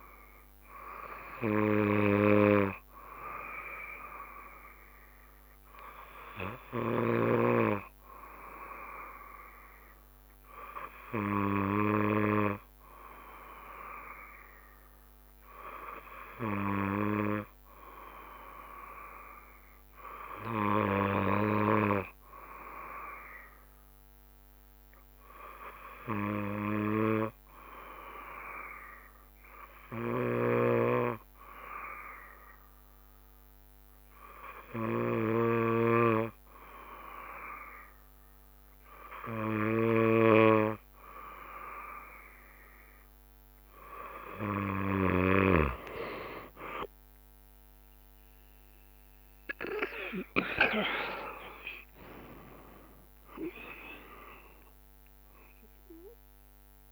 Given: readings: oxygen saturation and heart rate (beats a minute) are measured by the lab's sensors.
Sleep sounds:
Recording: breathing in sleep by a microphone on the trachea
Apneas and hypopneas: none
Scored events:
30.50-36.50 s: snoring (device-marked)
46.50-56.92 s: drop in pulse transit time (device-marked, heart rate 69 before, 71 extreme)
52.00-55.00 s: arousal
From the record:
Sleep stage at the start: N2 (light sleep)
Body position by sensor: on the back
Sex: male

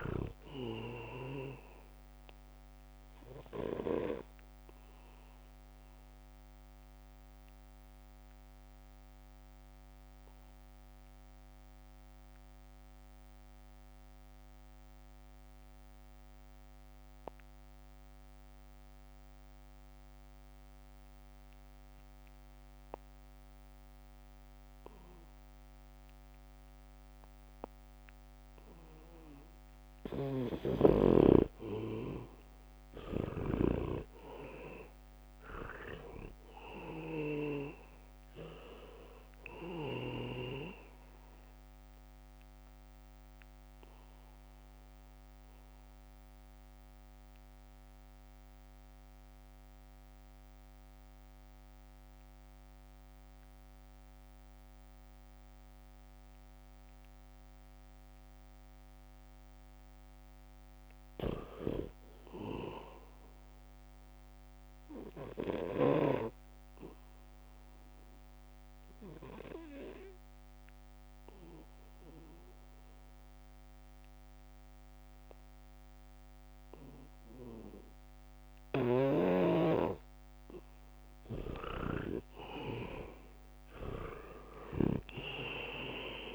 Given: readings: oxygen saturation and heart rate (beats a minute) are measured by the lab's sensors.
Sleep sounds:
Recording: breathing in sleep by a microphone on the trachea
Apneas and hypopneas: 3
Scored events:
0.00-19.50 s: oxygen desaturation (device-marked, oxygen 78% lowest, heart rate 63 extreme)
7.50-30.00 s: obstructive apnea (oxygen 99% before, 77% lowest, heart rate 68 before, 65 extreme, up 5 after)
26.50-27.50 s: leg movement (device-marked)
26.50-58.50 s: oxygen desaturation (device-marked, oxygen 98% before, 77% lowest, heart rate 71 before, 64 extreme)
30.50-34.00 s: snoring (device-marked)
32.50-35.00 s: leg movement (device-marked)
32.50-36.50 s: arousal
35.50-37.50 s: leg movement (device-marked)
38.50-44.00 s: leg movement (device-marked)
45.00-58.50 s: obstructive apnea (oxygen 98% before, 77% lowest, heart rate 68 before, 64 extreme, up 4 after)
61.00-64.50 s: leg movement (device-marked)
61.50-66.50 s: snoring (device-marked)
62.00-65.50 s: arousal
65.00-68.50 s: leg movement (device-marked)
69.00-72.00 s: leg movement (device-marked)
69.00-81.50 s: obstructive apnea (oxygen 98% before, 77% lowest, heart rate 74 before, 64 extreme, up 5 after)
69.50-82.50 s: oxygen desaturation (device-marked, oxygen 98% before, 85% lowest, heart rate 74 before, 64 extreme)
74.00-77.50 s: leg movement (device-marked)
83.00-86.35 s: arousal
84.50-86.35 s: oxygen desaturation (device-marked, oxygen 92% before, 77% lowest, heart rate 68 before, 63 extreme)
From the record:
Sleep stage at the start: N2 (light sleep)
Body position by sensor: on the back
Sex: male

